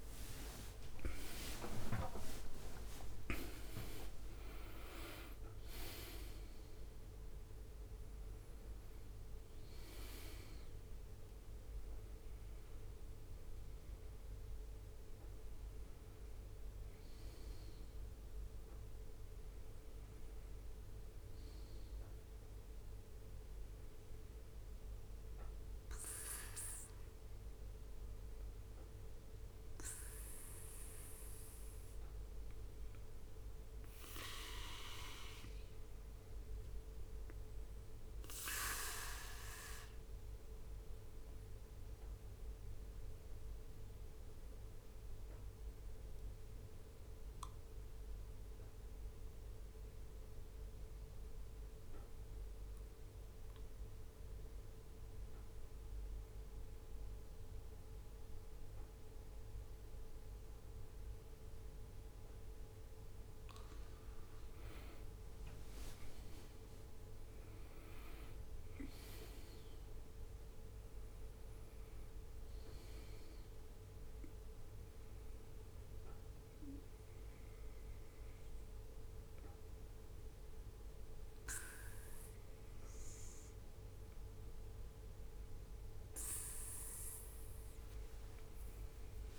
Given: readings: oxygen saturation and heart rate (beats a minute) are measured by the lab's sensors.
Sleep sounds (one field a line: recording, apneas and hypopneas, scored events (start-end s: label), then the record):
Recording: breathing in sleep by a room microphone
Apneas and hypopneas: 1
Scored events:
0.00-5.00 s: leg movement (device-marked)
0.00-17.00 s: oxygen desaturation (device-marked, oxygen 86% lowest, heart rate 64 extreme)
31.50-35.00 s: arousal
38.50-62.00 s: obstructive apnea (oxygen 99% before, 93% lowest, heart rate 69 before, 64 extreme, up 7 after)
64.00-66.50 s: leg movement (device-marked)
64.00-76.00 s: oxygen desaturation (device-marked, oxygen 97% before, 93% lowest, heart rate 66 before, 65 extreme)
65.50-68.50 s: arousal
89.00-89.39 s: new sleep stage, awake
From the record:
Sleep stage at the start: N2 (light sleep)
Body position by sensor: on the back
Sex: male